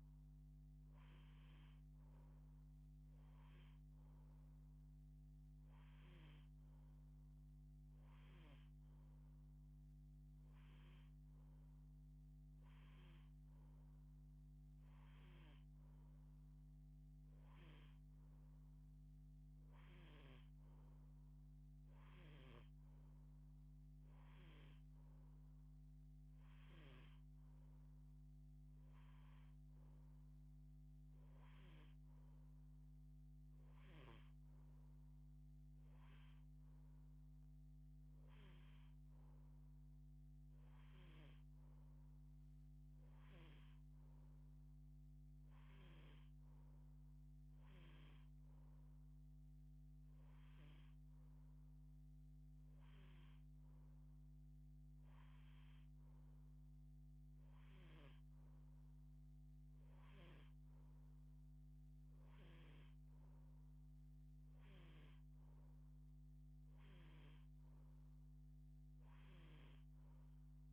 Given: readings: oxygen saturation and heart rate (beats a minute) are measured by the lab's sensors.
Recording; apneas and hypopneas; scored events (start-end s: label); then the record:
breathing in sleep, hard to hear, by a microphone on the trachea; none
none scored
From the record:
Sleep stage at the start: N2 (light sleep); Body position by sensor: on the left side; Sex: female